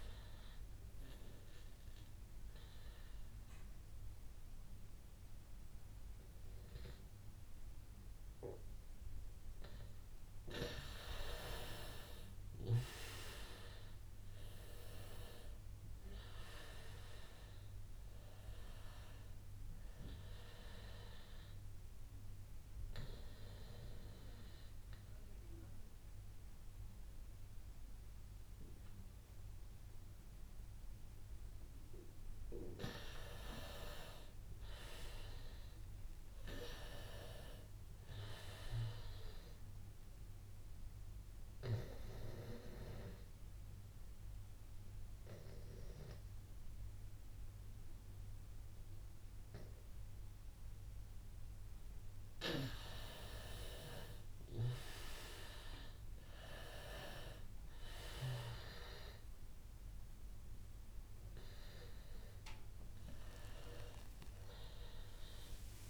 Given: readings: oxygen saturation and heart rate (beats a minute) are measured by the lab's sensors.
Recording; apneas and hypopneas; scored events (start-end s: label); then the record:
breathing in sleep by a room microphone; 3
1.00-12.00 s: obstructive apnea (oxygen 97% before, 91% lowest, heart rate 88 before, 82 extreme, up 11 after)
13.50-17.00 s: arousal
19.00-37.00 s: oxygen desaturation (device-marked, oxygen 95% before, 91% lowest, heart rate 88 before, 82 extreme)
22.00-33.00 s: obstructive apnea (oxygen 97% before, 91% lowest, heart rate 88 before, 82 extreme, up 9 after)
35.50-39.00 s: arousal
42.00-53.00 s: obstructive apnea (oxygen 97% before, 91% lowest, heart rate 87 before, 82 extreme, up 7 after)
55.00-58.50 s: arousal
63.00-65.90 s: oxygen desaturation (device-marked, oxygen 96% before, 91% lowest, heart rate 87 before, 82 extreme)
From the record:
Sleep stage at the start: N2 (light sleep); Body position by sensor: on the back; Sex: male